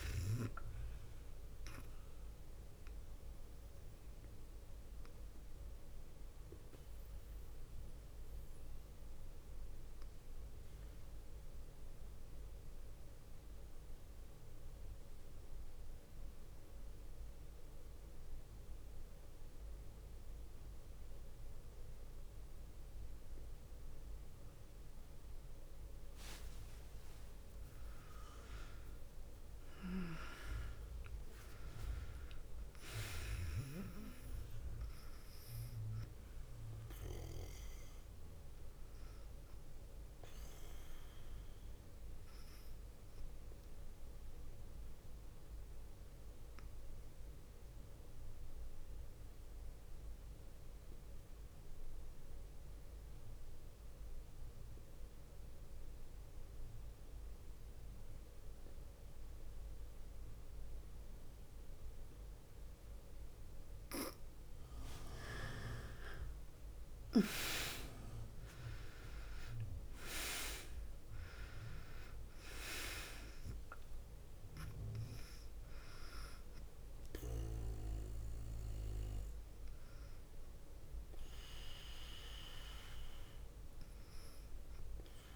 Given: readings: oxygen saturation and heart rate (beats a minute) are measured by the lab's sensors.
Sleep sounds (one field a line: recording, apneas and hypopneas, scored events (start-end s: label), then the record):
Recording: breathing in sleep by a room microphone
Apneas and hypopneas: 2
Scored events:
0.00-22.00 s: oxygen desaturation (device-marked, oxygen 90% lowest, heart rate 47 extreme)
2.50-24.50 s: obstructive apnea (oxygen 100% before, 90% lowest, heart rate 57 before, 47 extreme, up 14 after)
26.50-30.50 s: arousal
42.00-63.00 s: obstructive apnea (oxygen 100% before, 91% lowest, heart rate 55 before, 48 extreme, up 11 after)
64.50-69.50 s: arousal
66.00-85.36 s: oxygen desaturation (device-marked, oxygen 99% before, 91% lowest, heart rate 50 before, 48 extreme)
From the record:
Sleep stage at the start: N2 (light sleep)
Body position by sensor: on the back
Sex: female